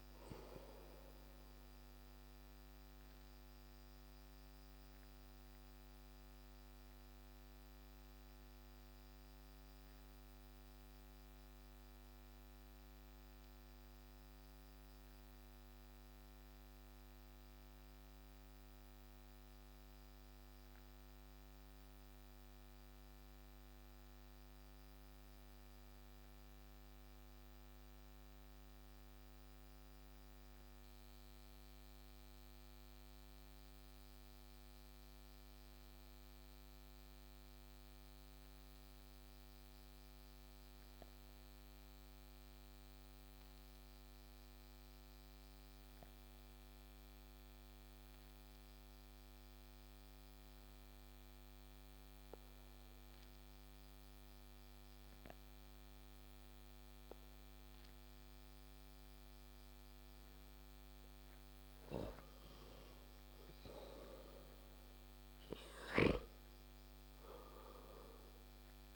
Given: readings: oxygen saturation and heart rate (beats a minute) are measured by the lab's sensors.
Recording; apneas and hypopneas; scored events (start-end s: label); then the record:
breathing in sleep, hard to hear, by a microphone on the trachea; 1
0.00-21.00 s: oxygen desaturation (device-marked, oxygen 89% lowest)
2.00-61.00 s: obstructive apnea (oxygen 95% before, 87% lowest)
53.00-68.96 s: oxygen desaturation (device-marked, oxygen 97% before, 91% lowest)
63.50-66.00 s: arousal
From the record:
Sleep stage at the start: N2 (light sleep); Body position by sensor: on the back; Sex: male